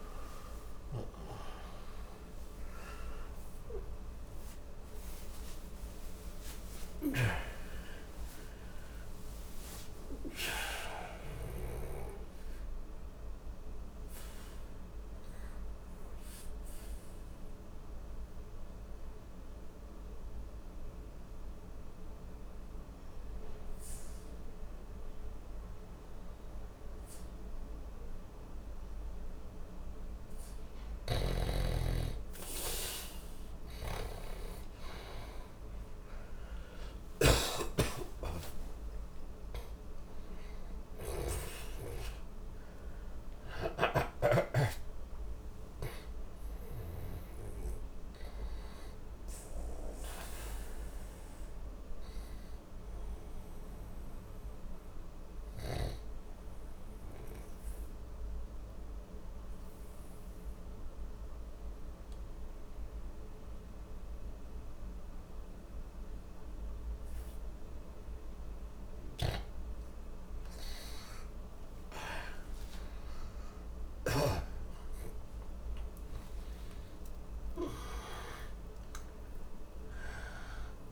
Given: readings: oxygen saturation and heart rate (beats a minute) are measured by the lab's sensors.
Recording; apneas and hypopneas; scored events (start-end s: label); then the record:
breathing in sleep by a room microphone; 2
0.00-4.50 s: arousal
6.50-11.50 s: snoring (device-marked)
15.50-30.00 s: obstructive apnea (oxygen 96% before, 90% lowest, heart rate 70 before, 59 extreme, up 0 after)
30.50-37.00 s: snoring (device-marked)
35.50-40.00 s: arousal
40.50-68.50 s: oxygen desaturation (device-marked, oxygen 97% before, 90% lowest, heart rate 61 before, 59 extreme)
57.00-69.50 s: obstructive apnea (oxygen 97% before, 90% lowest, heart rate 62 before, 59 extreme, up 11 after)
68.50-72.00 s: snoring (device-marked)
74.50-80.92 s: arousal
From the record:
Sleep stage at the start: N2 (light sleep); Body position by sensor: on the back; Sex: male